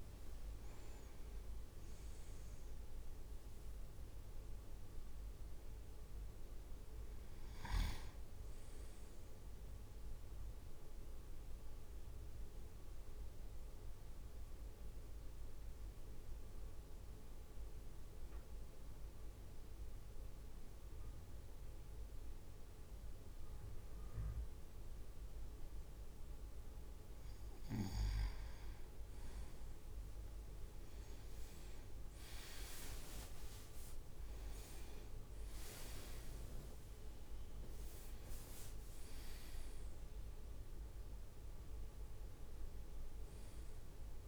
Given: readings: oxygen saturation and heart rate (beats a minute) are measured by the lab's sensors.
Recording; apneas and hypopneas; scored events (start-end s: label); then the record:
breathing in sleep by a room microphone; 1
0.00-1.00 s: leg movement (device-marked)
0.00-8.00 s: drop in pulse transit time (device-marked, heart rate 59 extreme)
0.00-8.00 s: oxygen desaturation (device-marked, oxygen 95% lowest, heart rate 49 extreme)
1.00-4.00 s: leg movement (device-marked)
12.50-28.00 s: central apnea (oxygen 99% before, 96% lowest, heart rate 67 before, 51 extreme, up 9 after)
29.50-32.00 s: leg movement (device-marked)
31.50-36.00 s: arousal
32.50-39.00 s: leg movement (device-marked)
From the record:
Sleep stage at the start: N2 (light sleep); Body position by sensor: on the right side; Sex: male